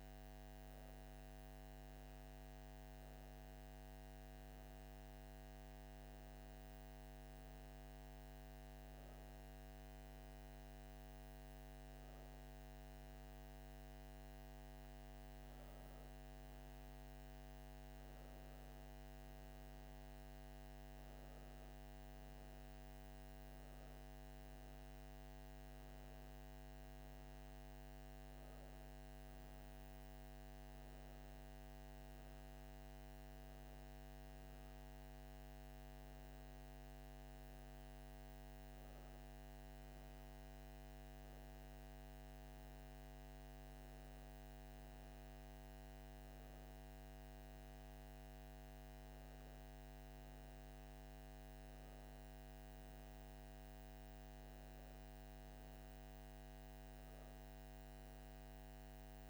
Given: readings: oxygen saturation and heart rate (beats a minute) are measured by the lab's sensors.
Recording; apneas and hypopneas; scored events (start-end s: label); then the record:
breathing in sleep, hard to hear, by a microphone on the trachea; none
none scored
From the record:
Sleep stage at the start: N1 (lightest sleep); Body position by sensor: on the back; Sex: female